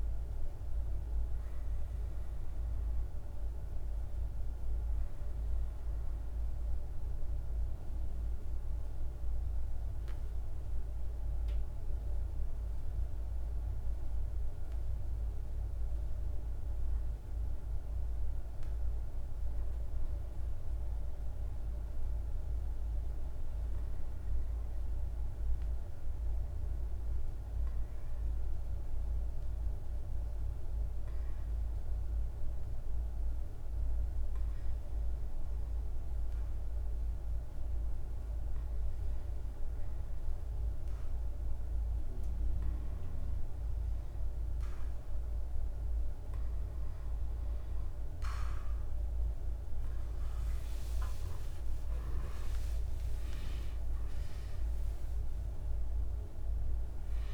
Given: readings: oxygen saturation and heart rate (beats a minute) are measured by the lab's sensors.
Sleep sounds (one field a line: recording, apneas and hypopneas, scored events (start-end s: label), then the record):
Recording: breathing in sleep, hard to hear, by a room microphone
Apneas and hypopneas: 1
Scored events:
0.00-15.00 s: oxygen desaturation (device-marked, oxygen 91% lowest, heart rate 50 extreme)
19.50-40.50 s: obstructive apnea (oxygen 99% before, 92% lowest, heart rate 52 before, 50 extreme, up 4 after)
44.00-57.34 s: oxygen desaturation (device-marked, oxygen 97% before, 92% lowest, heart rate 51 before, 50 extreme)
50.00-54.00 s: arousal
From the record:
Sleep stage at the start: REM sleep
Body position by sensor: on the back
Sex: male